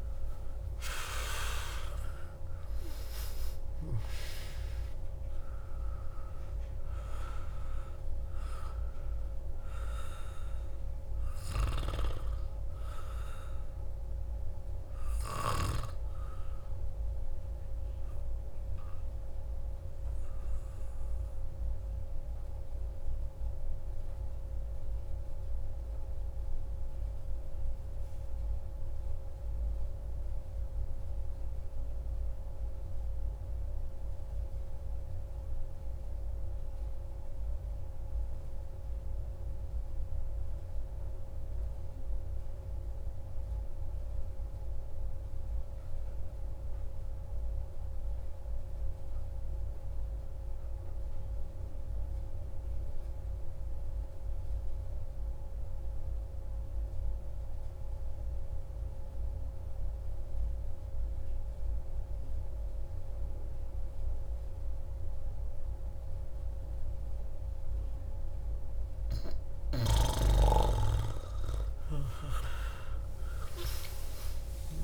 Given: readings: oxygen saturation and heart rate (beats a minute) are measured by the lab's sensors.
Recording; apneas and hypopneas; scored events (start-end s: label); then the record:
breathing in sleep by a room microphone; 1
0.00-2.50 s: arousal
0.00-22.00 s: oxygen desaturation (device-marked, oxygen 88% lowest)
19.50-70.00 s: mixed apnea (oxygen 94% before, 88% lowest, heart rate 34 before, 27 extreme, up 9 after)
52.00-74.84 s: oxygen desaturation (device-marked, oxygen 98% before, 88% lowest)
72.50-74.84 s: arousal
From the record:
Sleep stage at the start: N2 (light sleep); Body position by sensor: on the back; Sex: male